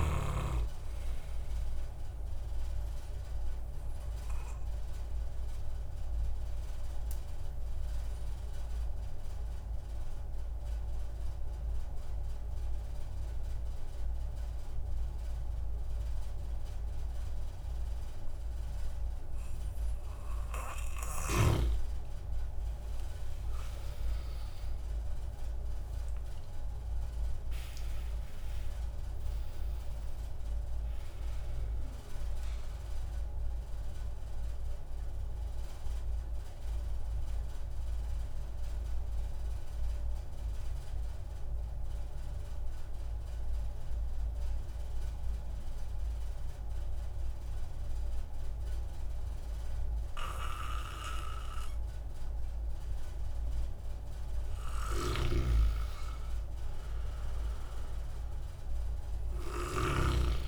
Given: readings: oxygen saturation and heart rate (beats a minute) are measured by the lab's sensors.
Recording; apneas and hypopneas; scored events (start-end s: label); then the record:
breathing in sleep by a room microphone; 2
4.50-20.50 s: obstructive apnea (oxygen 96% before, 94% lowest)
23.50-27.00 s: arousal
34.00-53.50 s: obstructive apnea (oxygen 96% before, 94% lowest)
55.00-60.00 s: snoring (device-marked)
55.50-58.50 s: arousal
From the record:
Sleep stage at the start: N2 (light sleep); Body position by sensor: on the back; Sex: male